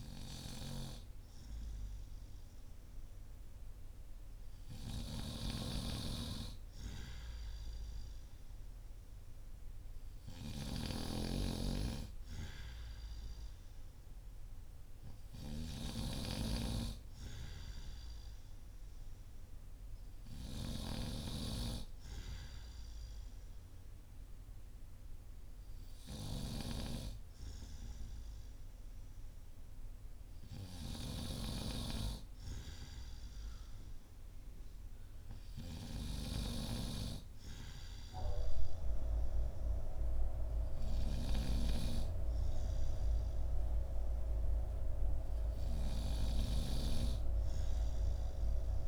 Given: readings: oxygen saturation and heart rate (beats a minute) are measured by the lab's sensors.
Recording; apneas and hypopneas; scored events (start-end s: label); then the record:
breathing in sleep by a room microphone; none
4.50-10.50 s: snoring (device-marked)
From the record:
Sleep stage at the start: N2 (light sleep); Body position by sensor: on the back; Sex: male